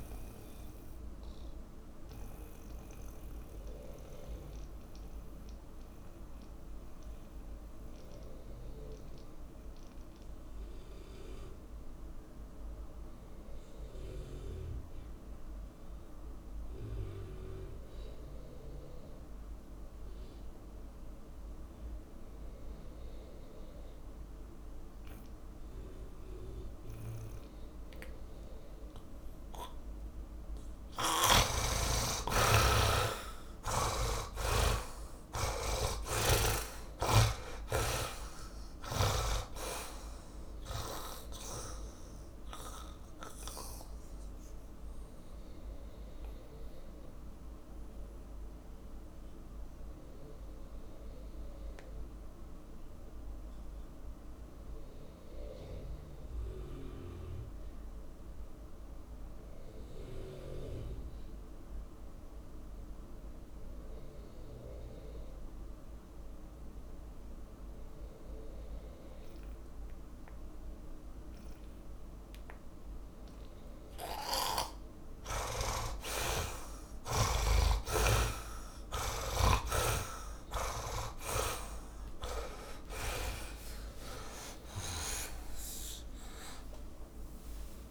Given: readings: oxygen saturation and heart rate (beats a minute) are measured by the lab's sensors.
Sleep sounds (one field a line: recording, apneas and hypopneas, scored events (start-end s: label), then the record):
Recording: breathing in sleep by a room microphone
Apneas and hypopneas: 2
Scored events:
0.00-17.00 s: oxygen desaturation (device-marked, oxygen 76% lowest)
3.00-31.50 s: mixed apnea (oxygen 99% before, 74% lowest, heart rate 36 before, 28 extreme, up 19 after)
22.00-63.00 s: oxygen desaturation (device-marked, oxygen 99% before, 74% lowest)
31.00-34.50 s: snoring (device-marked)
33.00-38.50 s: arousal
44.50-73.00 s: mixed apnea (oxygen 99% before, 72% lowest)
65.00-87.91 s: oxygen desaturation (device-marked, oxygen 100% before, 72% lowest)
83.00-87.91 s: arousal
From the record:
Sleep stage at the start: N2 (light sleep)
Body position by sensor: on the back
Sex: male